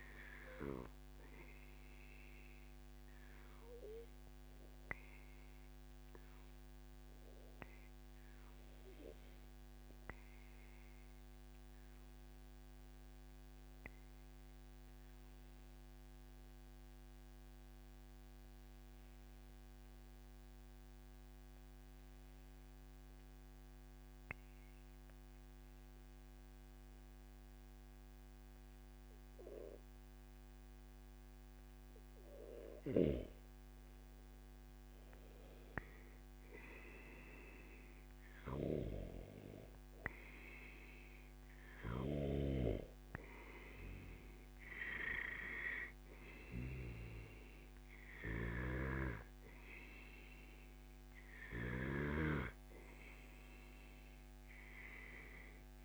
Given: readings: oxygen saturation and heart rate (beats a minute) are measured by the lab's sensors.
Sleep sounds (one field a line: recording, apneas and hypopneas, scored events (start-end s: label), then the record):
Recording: breathing in sleep by a microphone on the trachea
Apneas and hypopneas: 1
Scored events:
13.00-31.00 s: obstructive apnea (oxygen 98% before, 94% lowest, heart rate 132 before, 95 extreme, up 0 after)
34.00-37.50 s: arousal
41.50-43.50 s: long interval between heartbeats (device-marked, heart rate 138 before, 95 extreme)
43.00-50.00 s: oxygen desaturation (device-marked, oxygen 97% before, 94% lowest, heart rate 134 before, 88 extreme)
From the record:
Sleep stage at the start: N2 (light sleep)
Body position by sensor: on the back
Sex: male